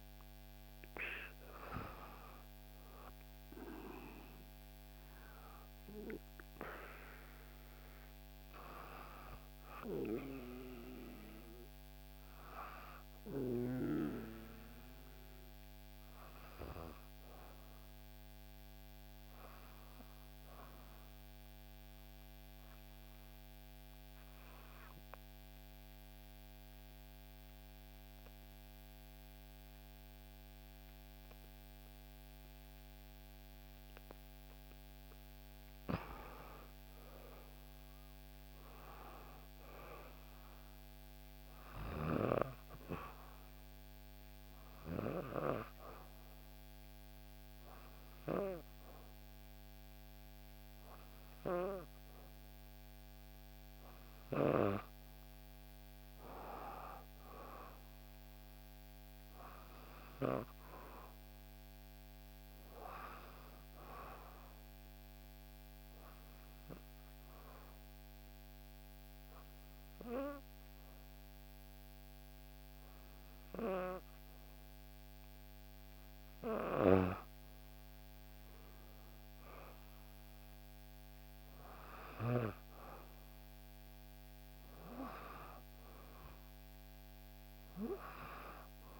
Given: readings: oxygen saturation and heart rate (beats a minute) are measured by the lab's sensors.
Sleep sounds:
breathing in sleep by a microphone on the trachea; 3
0.00-13.00 s: oxygen desaturation (device-marked, oxygen 87% lowest, heart rate 58 extreme)
18.00-34.00 s: obstructive apnea (oxygen 97% before, 91% lowest, heart rate 61 before, 58 extreme, up 5 after)
37.00-40.00 s: arousal
38.00-57.00 s: oxygen desaturation (device-marked, oxygen 97% before, 91% lowest, heart rate 60 before, 58 extreme)
43.50-54.00 s: obstructive apnea (oxygen 97% before, 91% lowest, heart rate 61 before, 58 extreme, up 4 after)
57.00-60.50 s: arousal
65.00-76.50 s: obstructive apnea (oxygen 97% before, 93% lowest, heart rate 60 before, 59 extreme, up 5 after)
78.00-81.50 s: arousal
83.00-88.99 s: oxygen desaturation (device-marked, oxygen 96% before, 93% lowest, heart rate 60 before, 59 extreme)
From the record:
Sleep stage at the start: N2 (light sleep); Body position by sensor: on the back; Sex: female

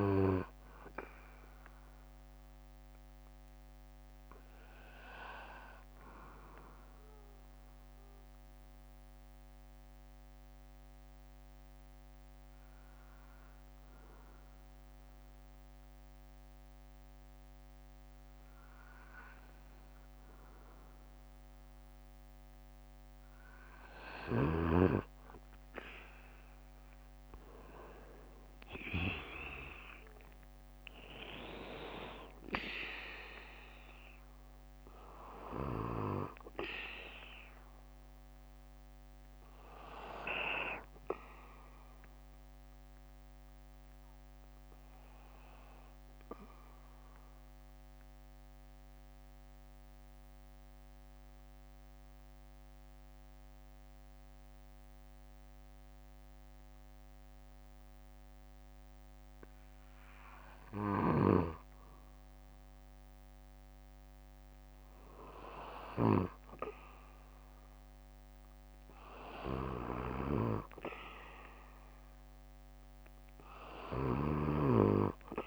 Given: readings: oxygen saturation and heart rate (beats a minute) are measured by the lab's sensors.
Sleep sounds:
breathing in sleep by a microphone on the trachea; 2
0.00-2.00 s: bradycardia (device-marked, heart rate 61 before, 66 extreme)
3.00-24.00 s: bradycardia (device-marked, heart rate 61 before, 55 extreme)
7.00-23.00 s: mixed apnea (oxygen 97% before, 93% lowest, heart rate 63 before, 55 extreme, up 13 after)
28.50-32.50 s: arousal
44.00-46.00 s: bradycardia (device-marked, heart rate 61 before, 60 extreme)
45.50-60.50 s: central apnea (oxygen 97% before, 93% lowest, heart rate 65 before, 54 extreme, up 12 after)
47.00-59.00 s: bradycardia (device-marked, heart rate 61 before, 55 extreme)
63.00-66.50 s: arousal
71.00-73.00 s: bradycardia (device-marked, heart rate 61 before, 59 extreme)
74.00-75.47 s: bradycardia (device-marked, heart rate 61 before, 59 extreme)
From the record:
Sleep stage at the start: N2 (light sleep); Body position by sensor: on the back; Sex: male

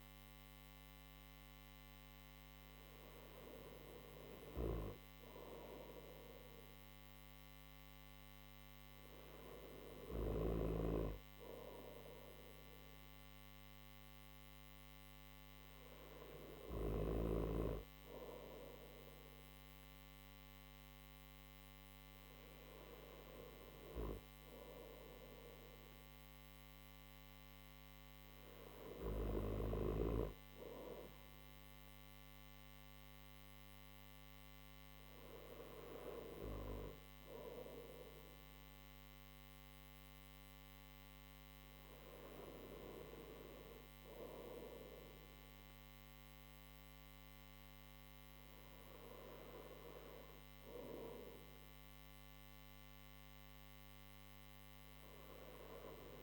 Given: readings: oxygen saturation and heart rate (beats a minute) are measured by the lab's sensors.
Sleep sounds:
breathing in sleep by a microphone on the trachea; none
none scored
From the record:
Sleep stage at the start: N1 (lightest sleep); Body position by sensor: on the right side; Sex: male

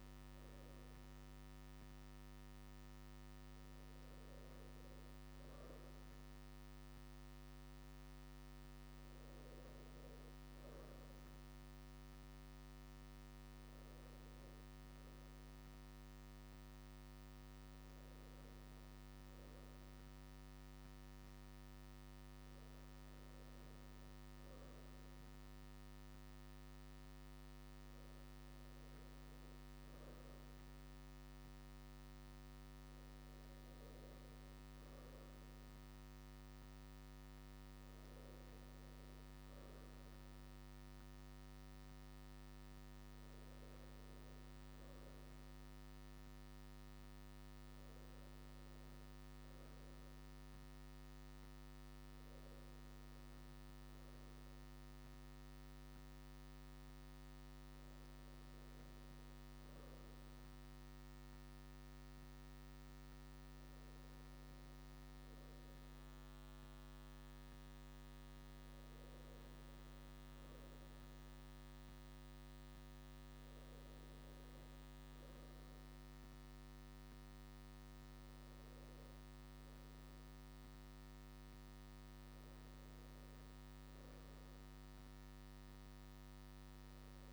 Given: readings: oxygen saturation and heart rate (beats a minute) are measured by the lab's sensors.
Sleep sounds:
breathing in sleep, hard to hear, by a microphone on the trachea; none
none scored
From the record:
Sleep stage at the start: N2 (light sleep); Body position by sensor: on the right side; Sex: male

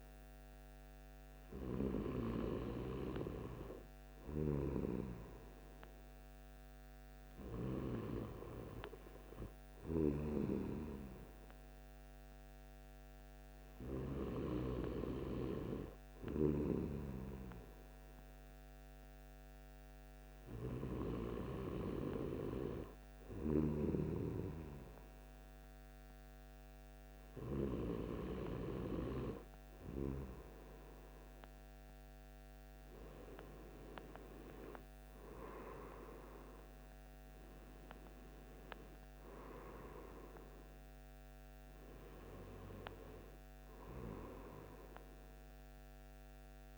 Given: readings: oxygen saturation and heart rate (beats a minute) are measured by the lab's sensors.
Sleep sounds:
breathing in sleep by a microphone on the trachea; none
30.50-35.50 s: arousal
From the record:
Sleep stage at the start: N2 (light sleep); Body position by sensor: on the right side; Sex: male

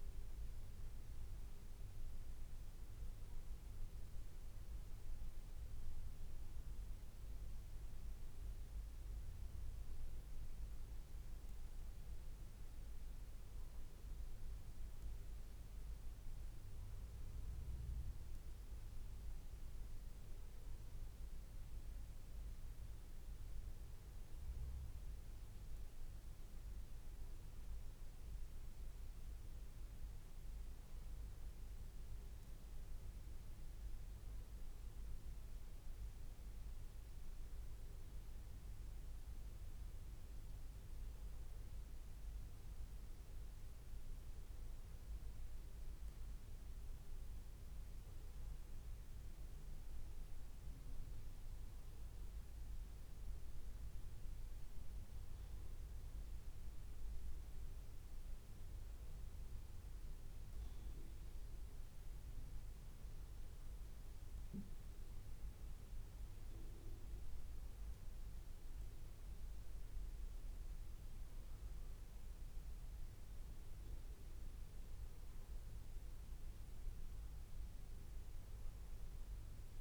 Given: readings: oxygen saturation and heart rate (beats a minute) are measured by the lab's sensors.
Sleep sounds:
breathing in sleep, hard to hear, by a room microphone; none
24.50-79.81 s: new sleep stage, N2 (light sleep)
From the record:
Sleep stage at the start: N1 (lightest sleep); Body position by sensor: on the back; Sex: male

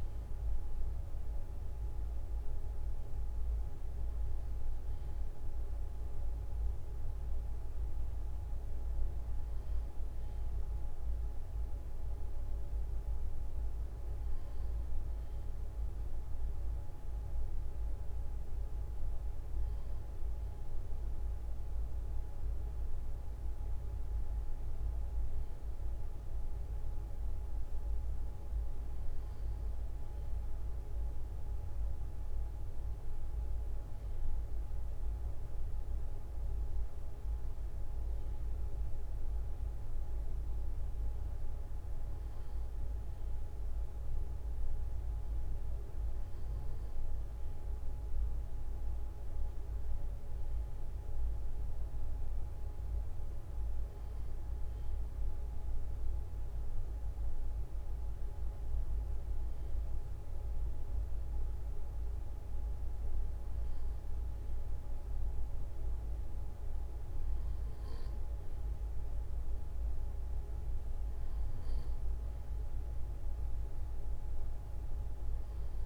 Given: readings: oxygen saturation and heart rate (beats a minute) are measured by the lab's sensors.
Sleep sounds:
breathing in sleep, hard to hear, by a room microphone; none
none scored
From the record:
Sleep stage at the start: N2 (light sleep); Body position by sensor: on the front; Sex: male

